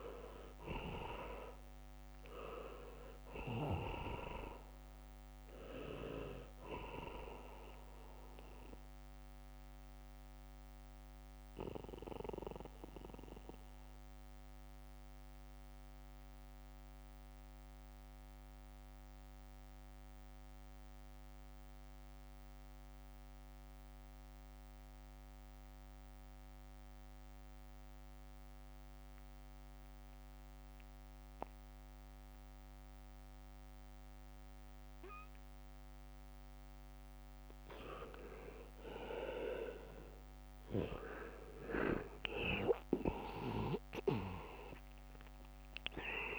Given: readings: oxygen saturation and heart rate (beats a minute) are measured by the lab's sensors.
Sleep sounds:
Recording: breathing in sleep by a microphone on the trachea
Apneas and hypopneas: 1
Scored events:
0.00-1.50 s: leg movement (device-marked)
0.00-3.00 s: arousal
0.00-26.50 s: oxygen desaturation (device-marked, oxygen 79% lowest, heart rate 63 extreme)
1.50-9.50 s: leg movement (device-marked)
9.50-36.50 s: mixed apnea (oxygen 99% before, 79% lowest, heart rate 66 before, 63 extreme)
34.50-46.39 s: oxygen desaturation (device-marked, oxygen 99% before, 82% lowest, heart rate 70 before, 63 extreme)
42.00-46.39 s: arousal
From the record:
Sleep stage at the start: N2 (light sleep)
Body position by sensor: on the back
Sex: male

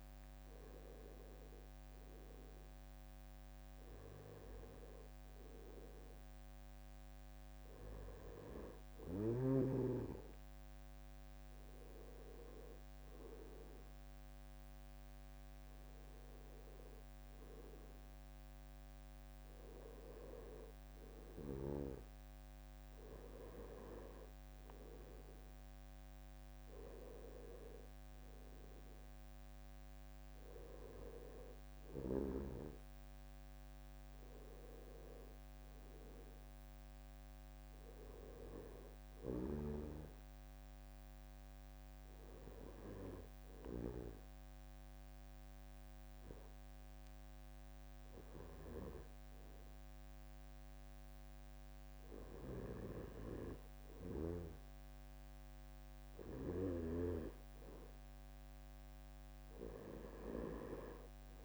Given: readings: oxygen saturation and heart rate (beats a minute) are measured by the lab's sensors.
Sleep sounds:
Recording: breathing in sleep by a microphone on the trachea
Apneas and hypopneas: 1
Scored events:
43.00-53.50 s: hypopnea (oxygen 94% before, 92% lowest, heart rate 72 before, 71 extreme, up 3 after)
58.50-61.45 s: arousal
From the record:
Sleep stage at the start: N2 (light sleep)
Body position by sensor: on the right side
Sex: male

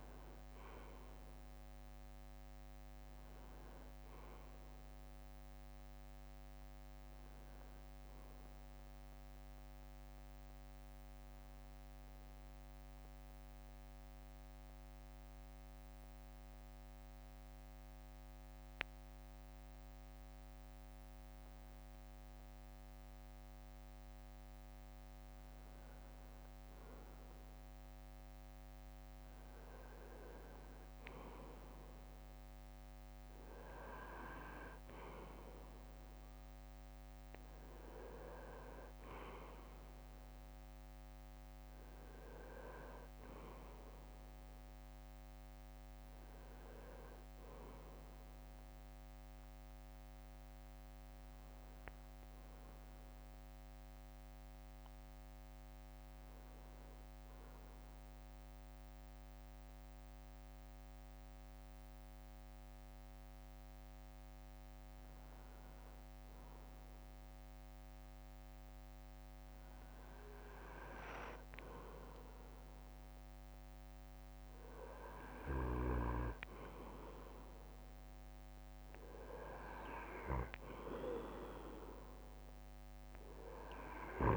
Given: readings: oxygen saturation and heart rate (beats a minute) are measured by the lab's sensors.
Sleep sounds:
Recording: breathing in sleep by a microphone on the trachea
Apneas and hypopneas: 2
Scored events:
6.50-8.50 s: bradycardia (device-marked, heart rate 70 before, 69 extreme)
9.50-11.50 s: bradycardia (device-marked, heart rate 70 before, 59 extreme)
11.50-25.00 s: mixed apnea (oxygen 97% before, 94% lowest, heart rate 65 before, 58 extreme, up 9 after)
27.00-30.00 s: arousal
53.00-67.50 s: hypopnea (oxygen 97% before, 95% lowest, heart rate 65 before, 59 extreme, up 9 after)
69.00-73.50 s: arousal
From the record:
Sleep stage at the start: N2 (light sleep)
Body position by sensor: on the right side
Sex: male

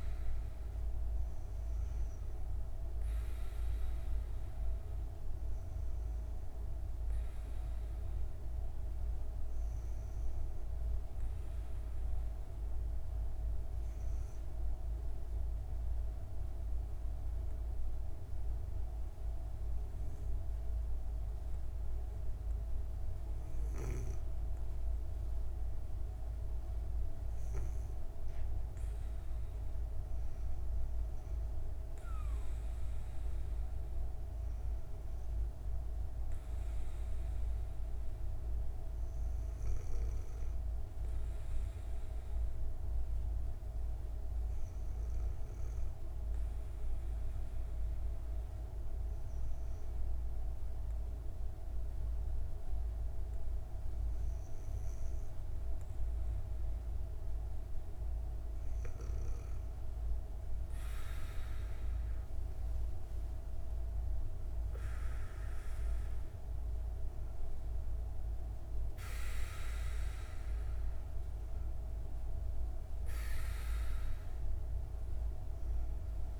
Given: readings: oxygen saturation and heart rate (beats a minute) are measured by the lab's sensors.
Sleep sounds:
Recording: breathing in sleep, hard to hear, by a room microphone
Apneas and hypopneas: 2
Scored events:
14.00-27.50 s: obstructive apnea (oxygen 98% before, 95% lowest, heart rate 69 before, 59 extreme, up 40 after)
28.50-31.50 s: arousal
43.50-58.50 s: hypopnea (oxygen 98% before, 95% lowest, heart rate 78 before, 58 extreme, up 9 after)
61.50-65.50 s: arousal
From the record:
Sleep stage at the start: N2 (light sleep)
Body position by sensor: on the back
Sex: female

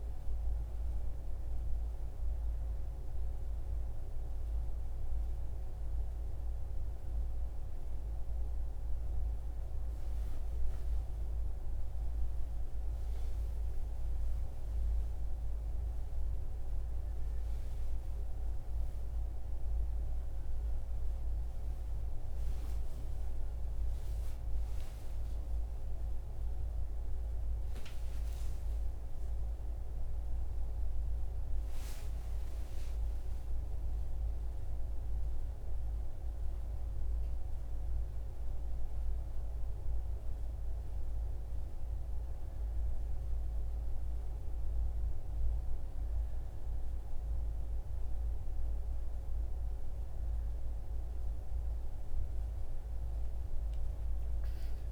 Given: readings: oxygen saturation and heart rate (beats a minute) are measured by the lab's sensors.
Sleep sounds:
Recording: a person awake in a sleep study, hard to hear, by a room microphone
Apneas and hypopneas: none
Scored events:
40.00-54.92 s: new sleep stage, N1 (lightest sleep)
From the record:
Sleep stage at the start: awake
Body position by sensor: on the right side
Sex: male

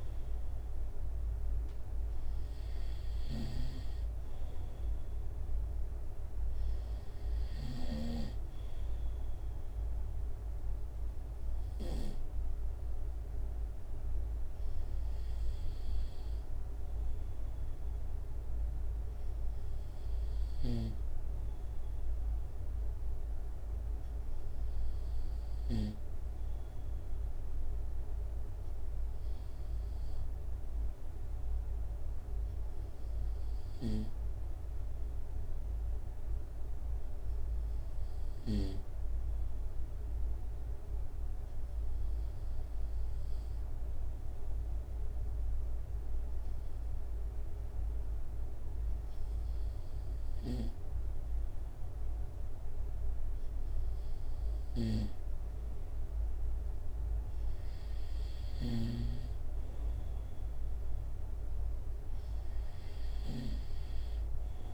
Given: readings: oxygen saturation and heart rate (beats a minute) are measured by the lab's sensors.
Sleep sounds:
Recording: breathing in sleep by a room microphone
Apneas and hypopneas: 1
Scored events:
0.00-8.00 s: snoring (device-marked)
23.00-53.00 s: obstructive apnea (oxygen 95% before, 94% lowest, heart rate 71 before, 67 extreme, up 4 after)
55.00-58.50 s: arousal
From the record:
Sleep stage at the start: N2 (light sleep)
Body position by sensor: on the right side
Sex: male

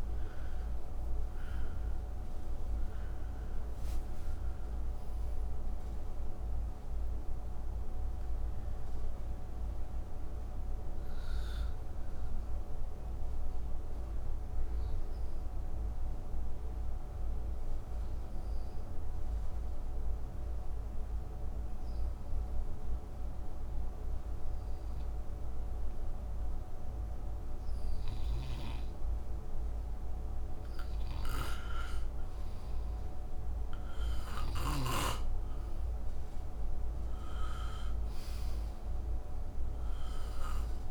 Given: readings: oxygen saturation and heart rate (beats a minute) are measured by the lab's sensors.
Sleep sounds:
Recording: breathing in sleep, hard to hear, by a room microphone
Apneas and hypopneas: 1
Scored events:
0.00-20.00 s: oxygen desaturation (device-marked, oxygen 85% lowest, heart rate 57 extreme)
13.50-30.50 s: obstructive apnea (oxygen 97% before, 85% lowest, heart rate 75 before, 60 extreme, up 4 after)
33.00-37.00 s: arousal
34.00-40.91 s: oxygen desaturation (device-marked, oxygen 97% before, 90% lowest, heart rate 61 before, 59 extreme)
From the record:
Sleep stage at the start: N2 (light sleep)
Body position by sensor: on the right side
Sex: male

